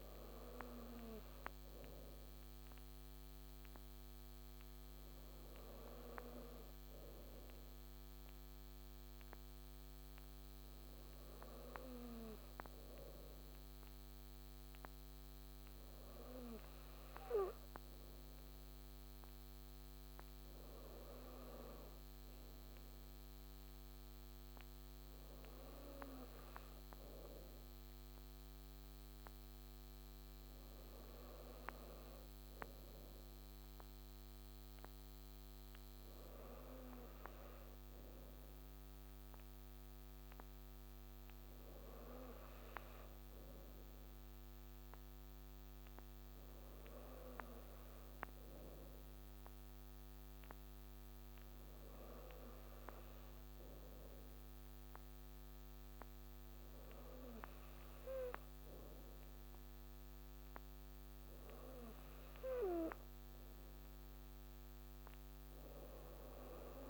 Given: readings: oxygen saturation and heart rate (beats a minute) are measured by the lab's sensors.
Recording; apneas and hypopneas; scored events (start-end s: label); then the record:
breathing in sleep by a microphone on the trachea; none
none scored
From the record:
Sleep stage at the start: N2 (light sleep); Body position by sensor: on the right side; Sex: female